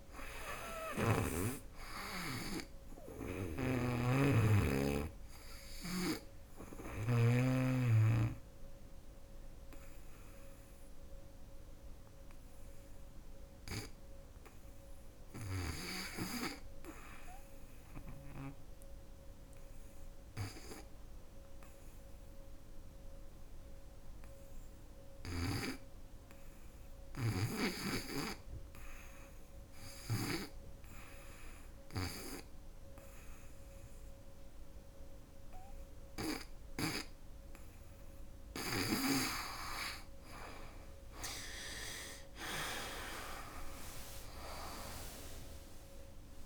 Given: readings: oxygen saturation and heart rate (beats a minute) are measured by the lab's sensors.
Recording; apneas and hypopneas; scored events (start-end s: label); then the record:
breathing in sleep by a room microphone; 1
9.00-27.00 s: oxygen desaturation (device-marked, oxygen 99% before, 93% lowest, heart rate 77 before, 64 extreme)
11.00-36.50 s: hypopnea (oxygen 99% before, 92% lowest, heart rate 77 before, 64 extreme, up 20 after)
38.00-46.46 s: new sleep stage, N2 (light sleep)
38.50-43.50 s: arousal
From the record:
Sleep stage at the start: REM sleep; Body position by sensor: on the back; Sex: female